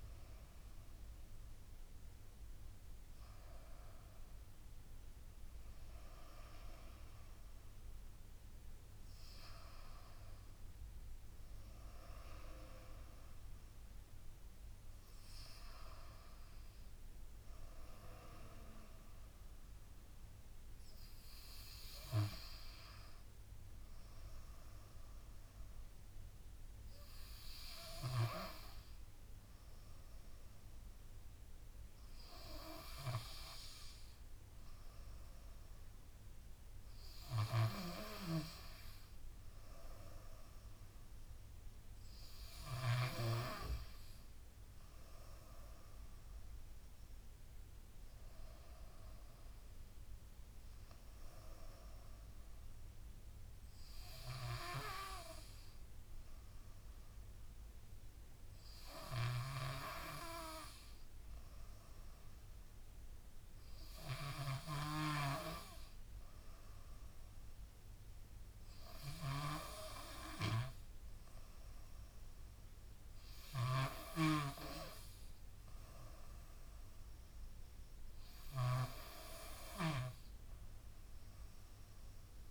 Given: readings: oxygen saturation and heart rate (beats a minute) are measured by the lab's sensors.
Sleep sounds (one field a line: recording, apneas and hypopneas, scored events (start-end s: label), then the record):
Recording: breathing in sleep by a room microphone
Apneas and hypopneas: none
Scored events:
16.50-82.50 s: new sleep stage, N2 (light sleep)
73.00-78.50 s: snoring (device-marked)
From the record:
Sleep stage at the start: N1 (lightest sleep)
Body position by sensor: on the left side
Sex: female